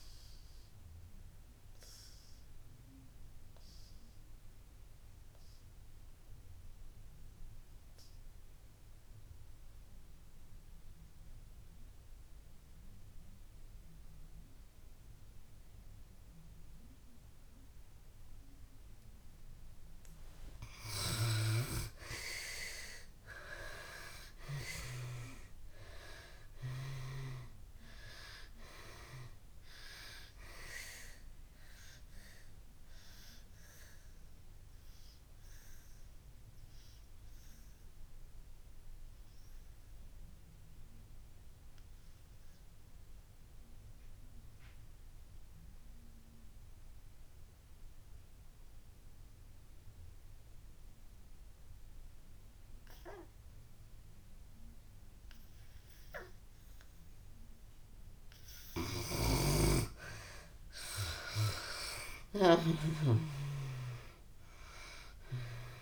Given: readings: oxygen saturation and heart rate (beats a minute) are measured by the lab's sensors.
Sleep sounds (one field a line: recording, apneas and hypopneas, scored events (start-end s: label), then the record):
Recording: breathing in sleep by a room microphone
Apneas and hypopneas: 2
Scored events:
0.00-17.00 s: oxygen desaturation (device-marked, oxygen 75% lowest)
1.00-19.50 s: obstructive apnea (oxygen 95% before, 75% lowest)
19.00-50.00 s: oxygen desaturation (device-marked, oxygen 97% before, 75% lowest)
23.00-26.00 s: arousal
31.50-57.00 s: obstructive apnea (oxygen 97% before, 72% lowest)
55.00-65.82 s: oxygen desaturation (device-marked, oxygen 97% before, 73% lowest)
59.00-63.00 s: snoring (device-marked)
60.50-64.00 s: arousal
From the record:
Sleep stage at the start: N2 (light sleep)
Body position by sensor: on the back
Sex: female